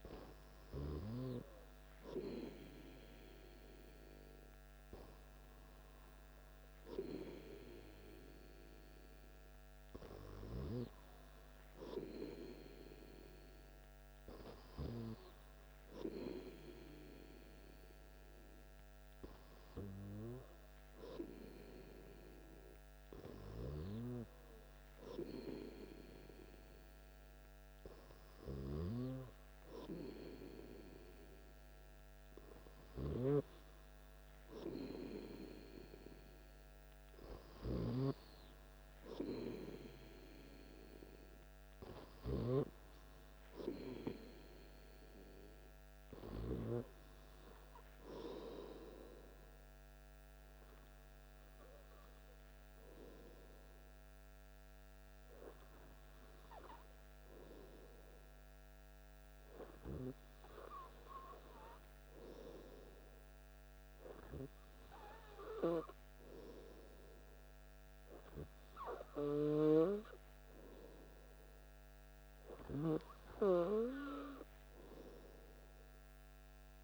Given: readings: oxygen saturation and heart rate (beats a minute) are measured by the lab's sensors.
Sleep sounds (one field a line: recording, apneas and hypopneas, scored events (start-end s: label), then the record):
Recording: breathing in sleep by a microphone on the trachea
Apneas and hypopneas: none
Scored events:
none scored
From the record:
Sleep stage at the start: N2 (light sleep)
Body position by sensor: on the back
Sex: male